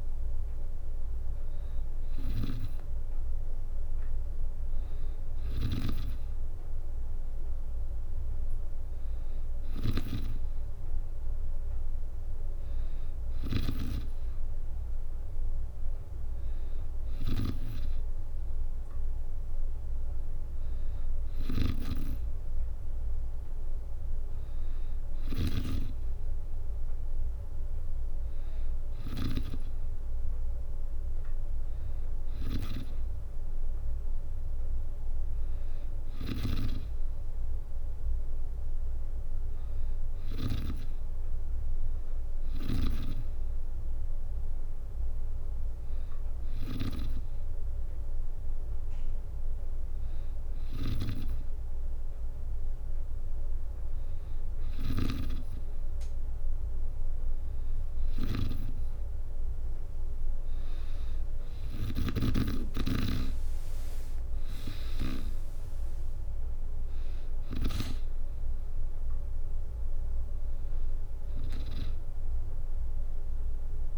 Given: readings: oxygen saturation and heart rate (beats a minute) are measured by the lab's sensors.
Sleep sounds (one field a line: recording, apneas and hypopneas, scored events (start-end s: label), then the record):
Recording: breathing in sleep by a room microphone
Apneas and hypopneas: none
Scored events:
0.00-29.00 s: snoring (device-marked)
35.50-40.00 s: snoring (device-marked)
42.00-61.50 s: snoring (device-marked)
59.00-62.50 s: arousal
61.00-73.98 s: drop in pulse transit time (device-marked, heart rate 65 before, 67 extreme)
From the record:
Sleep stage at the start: N2 (light sleep)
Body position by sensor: on the back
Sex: female